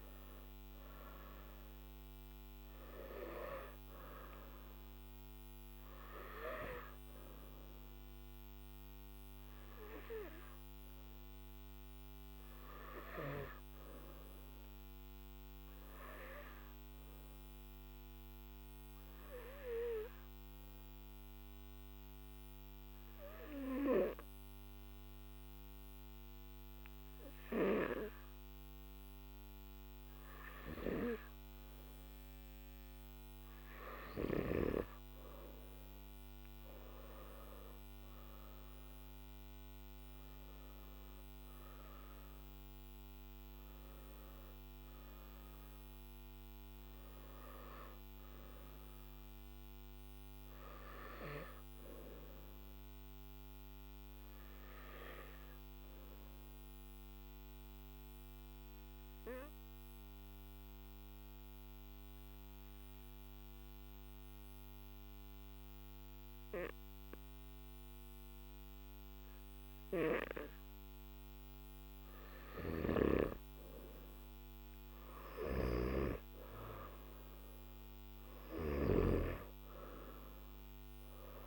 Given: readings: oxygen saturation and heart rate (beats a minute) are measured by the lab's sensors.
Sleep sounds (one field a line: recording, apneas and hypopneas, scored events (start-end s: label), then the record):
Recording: breathing in sleep by a microphone on the trachea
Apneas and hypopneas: 2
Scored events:
15.50-31.50 s: obstructive apnea (oxygen 97% before, 93% lowest, heart rate 60 before, 51 extreme, up 10 after)
36.50-53.50 s: oxygen desaturation (device-marked, oxygen 97% before, 93% lowest, heart rate 54 before, 51 extreme)
56.00-73.00 s: obstructive apnea (oxygen 97% before, 93% lowest, heart rate 56 before, 53 extreme, up 5 after)
76.50-81.47 s: oxygen desaturation (device-marked, oxygen 98% before, 93% lowest, heart rate 55 before, 49 extreme)
From the record:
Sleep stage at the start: N3 (deep sleep)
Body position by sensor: on the back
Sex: male